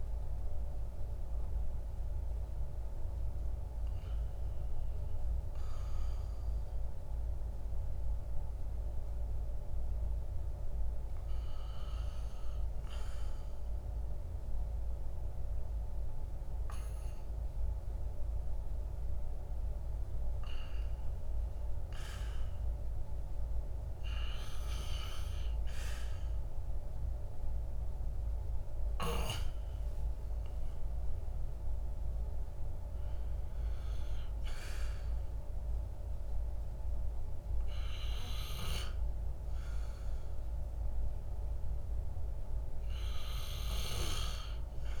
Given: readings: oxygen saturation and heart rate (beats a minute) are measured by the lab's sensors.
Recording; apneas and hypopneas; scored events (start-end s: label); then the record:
breathing in sleep by a room microphone; none
41.00-45.00 s: oxygen desaturation (device-marked, oxygen 97% before, 94% lowest, heart rate 65 before, 51 extreme)
From the record:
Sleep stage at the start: REM sleep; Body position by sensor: on the back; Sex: male